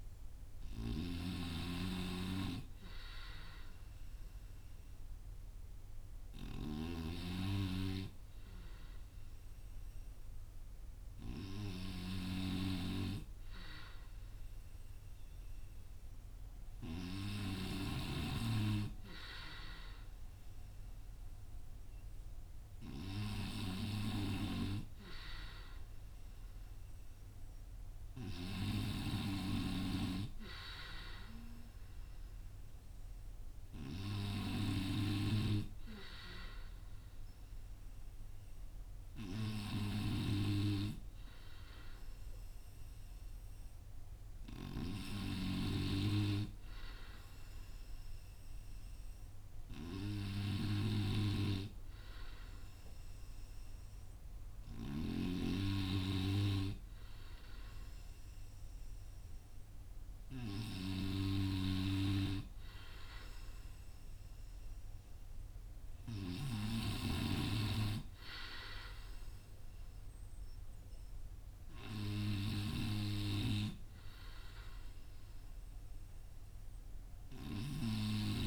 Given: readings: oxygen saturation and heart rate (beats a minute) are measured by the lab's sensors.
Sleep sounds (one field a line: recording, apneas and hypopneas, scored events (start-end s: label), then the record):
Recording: breathing in sleep by a room microphone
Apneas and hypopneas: none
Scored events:
0.00-7.00 s: snoring (device-marked)
From the record:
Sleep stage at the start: N2 (light sleep)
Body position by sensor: on the front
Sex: male